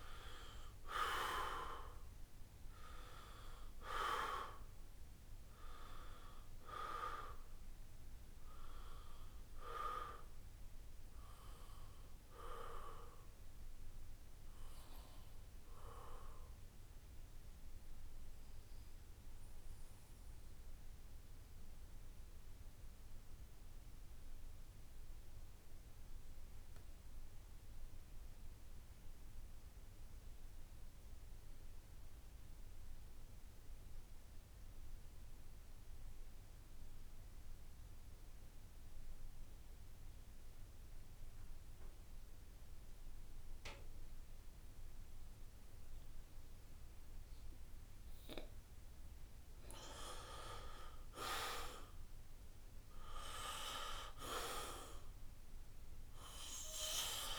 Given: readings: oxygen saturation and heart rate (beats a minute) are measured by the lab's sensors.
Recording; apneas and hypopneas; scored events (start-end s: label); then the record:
breathing in sleep by a room microphone; 1
0.00-23.00 s: oxygen desaturation (device-marked, oxygen 76% lowest, heart rate 60 extreme)
17.50-47.00 s: obstructive apnea (oxygen 86% before, 76% lowest, heart rate 75 before, 60 extreme, up 8 after)
40.00-57.39 s: oxygen desaturation (device-marked, oxygen 98% before, 80% lowest, heart rate 63 before, 64 extreme)
49.50-52.50 s: arousal
From the record:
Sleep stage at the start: N2 (light sleep); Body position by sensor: on the back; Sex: male